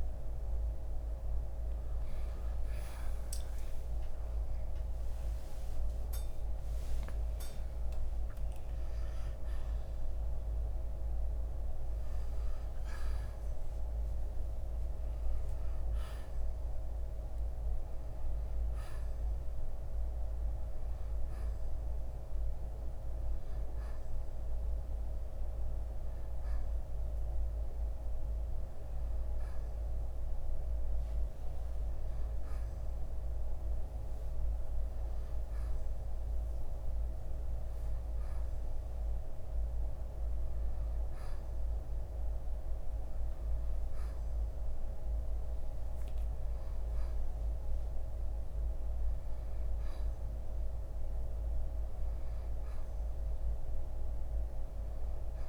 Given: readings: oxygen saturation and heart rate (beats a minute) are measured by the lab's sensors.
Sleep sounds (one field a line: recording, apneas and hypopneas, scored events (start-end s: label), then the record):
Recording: a person awake in a sleep study, hard to hear, by a room microphone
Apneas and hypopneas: none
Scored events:
none scored
From the record:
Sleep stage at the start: awake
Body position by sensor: on the right side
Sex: male